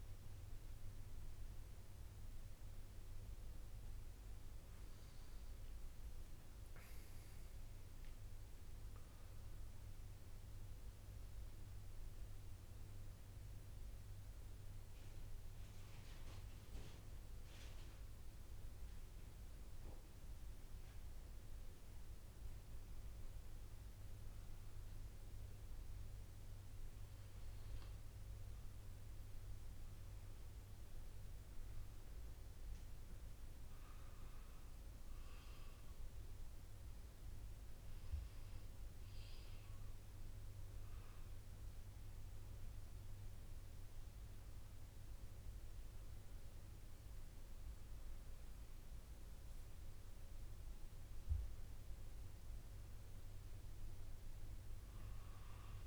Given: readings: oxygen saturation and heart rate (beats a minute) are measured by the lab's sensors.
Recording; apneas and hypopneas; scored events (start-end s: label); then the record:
breathing in sleep, hard to hear, by a room microphone; none
7.00-11.50 s: arousal
From the record:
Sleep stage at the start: N2 (light sleep); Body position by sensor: on the right side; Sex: male